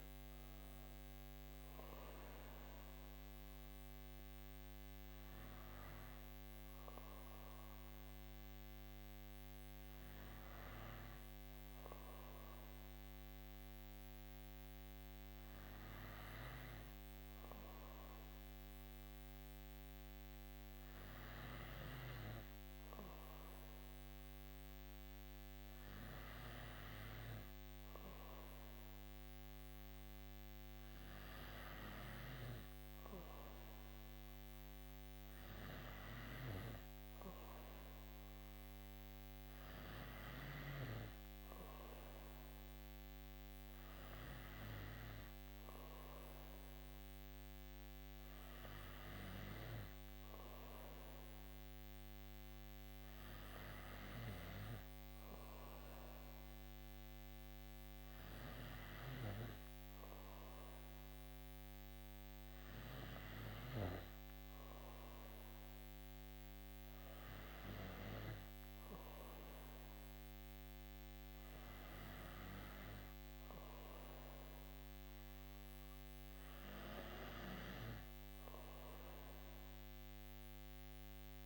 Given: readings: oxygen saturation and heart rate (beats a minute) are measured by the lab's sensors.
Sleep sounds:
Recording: breathing in sleep by a microphone on the trachea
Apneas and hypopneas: none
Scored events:
4.00-81.46 s: new sleep stage, N2 (light sleep)
27.00-33.00 s: oxygen desaturation (device-marked, oxygen 97% before, 93% lowest, heart rate 64 before, 66 extreme)
From the record:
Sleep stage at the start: N3 (deep sleep)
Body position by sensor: on the right side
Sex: female

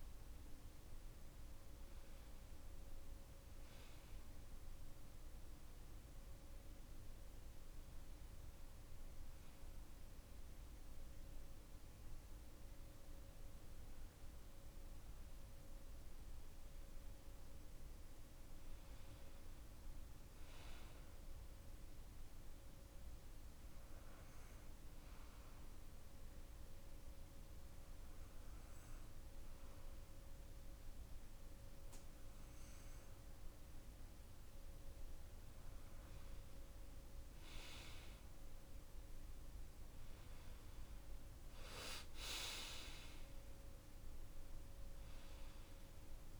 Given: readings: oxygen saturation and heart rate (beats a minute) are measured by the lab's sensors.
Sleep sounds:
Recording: breathing in sleep, hard to hear, by a room microphone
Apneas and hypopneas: 1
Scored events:
0.00-7.00 s: oxygen desaturation (device-marked, oxygen 93% lowest)
22.00-35.00 s: hypopnea (oxygen 96% before, 93% lowest, heart rate 38 before, 34 extreme, up 28 after)
38.00-41.00 s: arousal
From the record:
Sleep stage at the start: N2 (light sleep)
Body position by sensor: on the back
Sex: male

